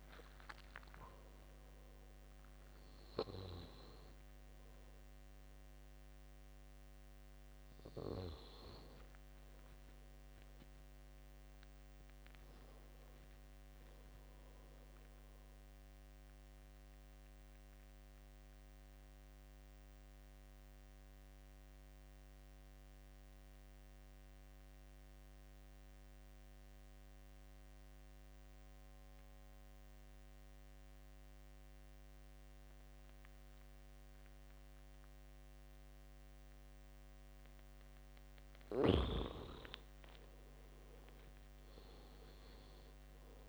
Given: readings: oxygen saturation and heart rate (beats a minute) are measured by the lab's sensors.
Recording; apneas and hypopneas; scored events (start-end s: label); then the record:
breathing in sleep by a microphone on the trachea; 1
0.00-17.00 s: oxygen desaturation (device-marked, oxygen 85% lowest, heart rate 69 extreme)
10.50-14.00 s: arousal
16.00-39.00 s: mixed apnea (oxygen 97% before, 84% lowest, heart rate 86 before, 69 extreme, up 8 after)
38.00-43.49 s: oxygen desaturation (device-marked, oxygen 97% before, 84% lowest, heart rate 73 before, 65 extreme)
40.50-43.49 s: arousal
From the record:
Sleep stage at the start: N2 (light sleep); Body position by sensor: on the back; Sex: male